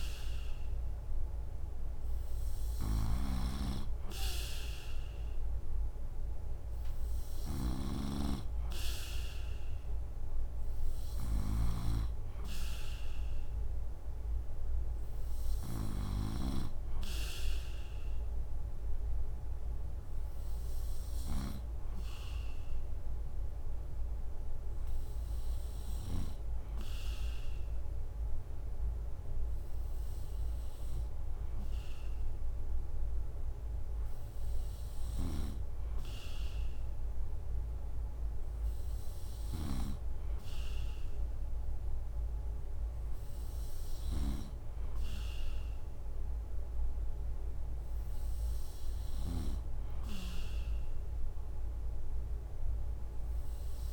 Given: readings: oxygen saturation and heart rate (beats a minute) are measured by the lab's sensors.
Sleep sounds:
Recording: breathing in sleep by a room microphone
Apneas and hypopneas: none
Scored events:
0.00-16.50 s: snoring (device-marked)
From the record:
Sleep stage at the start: N3 (deep sleep)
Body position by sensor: on the right side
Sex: male

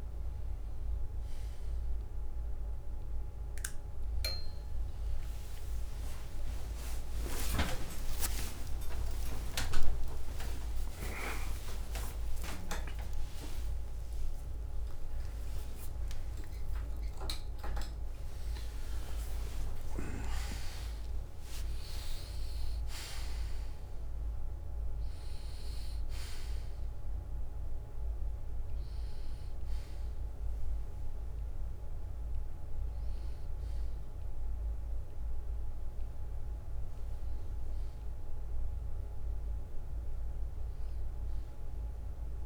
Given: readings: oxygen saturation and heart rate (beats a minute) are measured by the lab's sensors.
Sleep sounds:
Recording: a person awake in a sleep study, by a room microphone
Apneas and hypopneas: none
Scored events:
4.50-21.50 s: tachycardia (device-marked, heart rate 65 before, 176 extreme)
From the record:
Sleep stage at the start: awake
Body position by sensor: on the right side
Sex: male

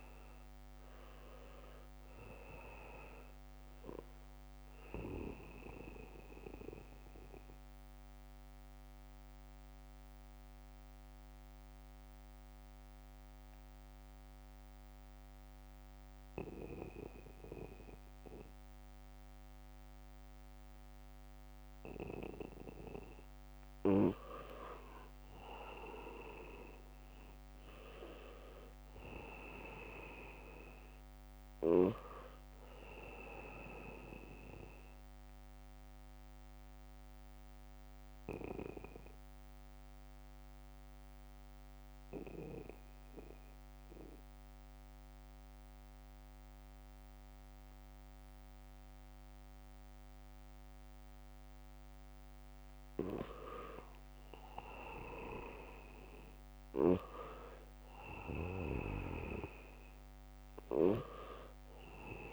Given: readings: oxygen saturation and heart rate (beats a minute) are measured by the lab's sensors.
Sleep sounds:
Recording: breathing in sleep by a microphone on the trachea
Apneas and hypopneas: 2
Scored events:
0.00-12.50 s: oxygen desaturation (device-marked, oxygen 89% lowest, heart rate 76 extreme)
6.50-22.50 s: mixed apnea (oxygen 97% before, 89% lowest, heart rate 79 before, 76 extreme)
6.50-62.33 s: new sleep stage, N2 (light sleep)
24.50-28.50 s: arousal
26.50-45.50 s: oxygen desaturation (device-marked, oxygen 98% before, 89% lowest, heart rate 80 before, 76 extreme)
37.00-51.50 s: obstructive apnea (oxygen 98% before, 84% lowest, heart rate 78 before, 76 extreme, up 1 after)
53.50-57.50 s: arousal
53.50-62.33 s: oxygen desaturation (device-marked, oxygen 98% before, 89% lowest, heart rate 78 before, 69 extreme)
61.00-62.33 s: leg movement (device-marked)
From the record:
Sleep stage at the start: N1 (lightest sleep)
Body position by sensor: on the back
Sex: male

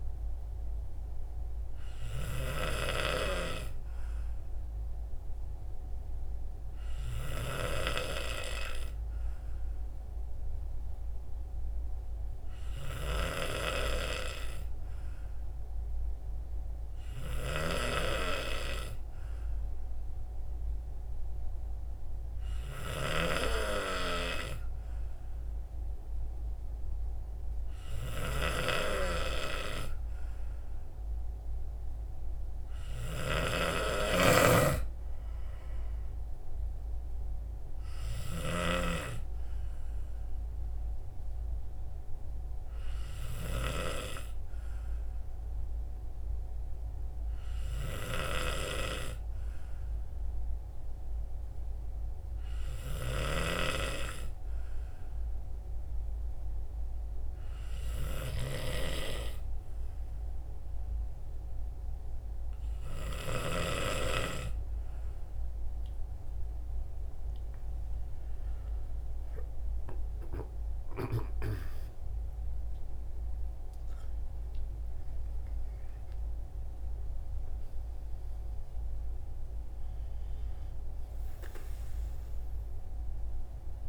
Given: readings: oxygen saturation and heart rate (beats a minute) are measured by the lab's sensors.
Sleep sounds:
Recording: breathing in sleep by a room microphone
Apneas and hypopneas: none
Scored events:
69.00-73.00 s: arousal
71.50-83.89 s: new sleep stage, N2 (light sleep)
From the record:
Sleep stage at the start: N3 (deep sleep)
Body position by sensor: on the right side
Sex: male

